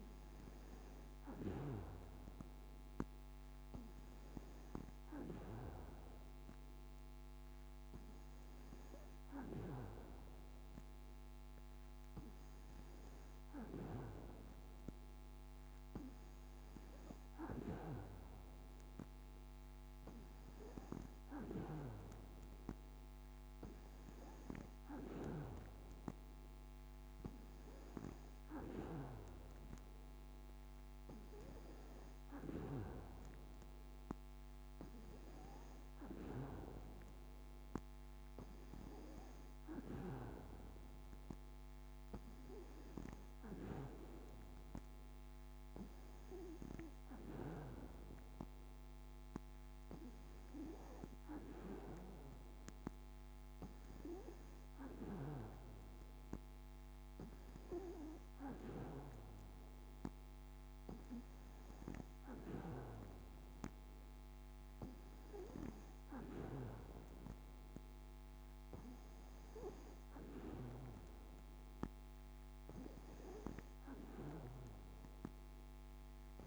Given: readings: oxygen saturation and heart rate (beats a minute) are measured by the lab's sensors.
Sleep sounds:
breathing in sleep by a microphone on the trachea; none
none scored
From the record:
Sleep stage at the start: N2 (light sleep); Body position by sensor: on the back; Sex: female

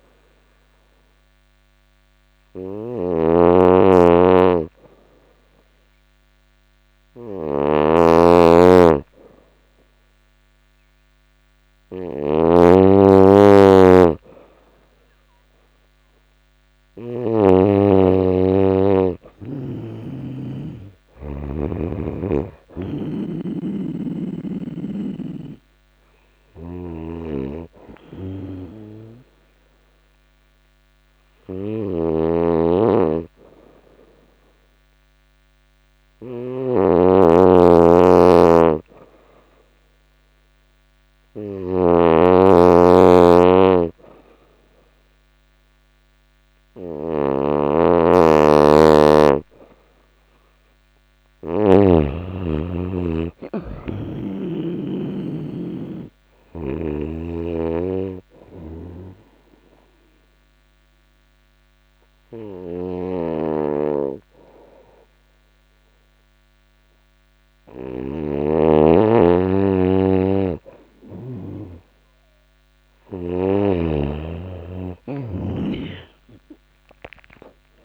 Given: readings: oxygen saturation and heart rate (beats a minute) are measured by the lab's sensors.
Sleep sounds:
breathing in sleep by a microphone on the trachea; 1
0.00-16.50 s: snoring (device-marked)
2.00-12.00 s: oxygen desaturation (device-marked, oxygen 97% before, 91% lowest, heart rate 89 before, 85 extreme)
21.00-38.00 s: oxygen desaturation (device-marked, oxygen 96% before, 90% lowest, heart rate 87 before, 86 extreme)
26.00-46.50 s: snoring (device-marked)
56.00-67.50 s: snoring (device-marked)
56.00-75.00 s: oxygen desaturation (device-marked, oxygen 96% before, 91% lowest, heart rate 88 before, 82 extreme)
58.00-69.00 s: obstructive apnea (oxygen 97% before, 91% lowest, heart rate 88 before, 82 extreme, up 0 after)
69.50-73.00 s: snoring (device-marked)
From the record:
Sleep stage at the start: N2 (light sleep); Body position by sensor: on the right side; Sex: female

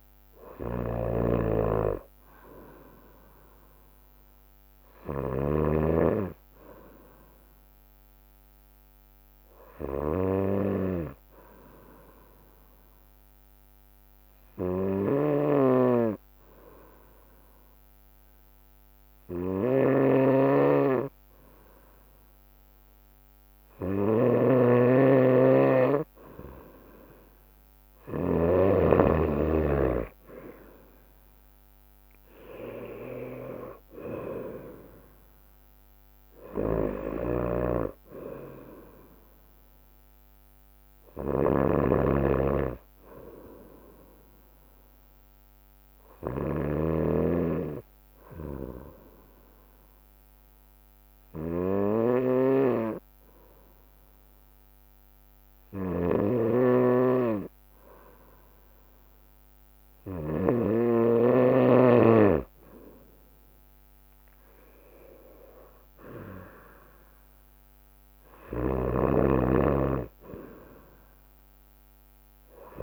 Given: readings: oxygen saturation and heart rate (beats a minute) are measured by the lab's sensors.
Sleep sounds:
breathing in sleep by a microphone on the trachea; 2
0.00-1.50 s: drop in pulse transit time (device-marked, heart rate 64 extreme)
0.00-28.50 s: snoring (device-marked)
12.00-24.50 s: obstructive apnea (oxygen 94% before, 92% lowest, heart rate 67 before, 61 extreme, up 21 after)
26.50-29.00 s: arousal
26.50-40.50 s: drop in pulse transit time (device-marked, heart rate 66 before, 66 extreme)
30.00-32.00 s: long interval between heartbeats (device-marked, heart rate 66 before, 87 extreme)
36.50-61.00 s: snoring (device-marked)
37.50-39.50 s: long interval between heartbeats (device-marked, heart rate 73 before, 75 extreme)
48.50-61.00 s: obstructive apnea (oxygen 95% before, 92% lowest, heart rate 73 before, 63 extreme, up 2 after)
61.50-72.83 s: drop in pulse transit time (device-marked, heart rate 64 before, 64 extreme)
63.50-68.00 s: arousal
68.50-72.83 s: snoring (device-marked)
From the record:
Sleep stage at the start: N2 (light sleep); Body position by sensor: on the right side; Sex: female

